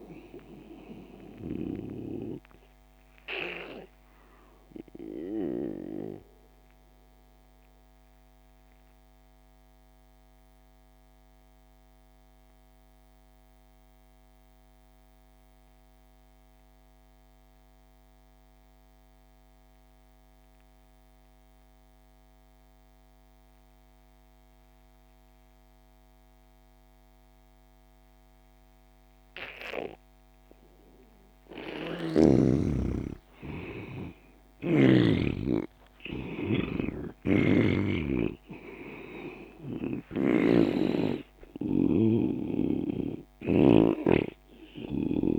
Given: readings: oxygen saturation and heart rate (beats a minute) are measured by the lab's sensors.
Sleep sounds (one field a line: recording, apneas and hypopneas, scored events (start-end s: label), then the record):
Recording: breathing in sleep by a microphone on the trachea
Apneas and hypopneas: 1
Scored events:
0.00-12.50 s: oxygen desaturation (device-marked, oxygen 85% lowest)
3.00-31.00 s: obstructive apnea (oxygen 98% before, 83% lowest)
27.50-45.39 s: oxygen desaturation (device-marked, oxygen 98% before, 83% lowest)
32.00-35.50 s: arousal
37.00-40.50 s: snoring (device-marked)
From the record:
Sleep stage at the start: N2 (light sleep)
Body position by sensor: on the back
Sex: male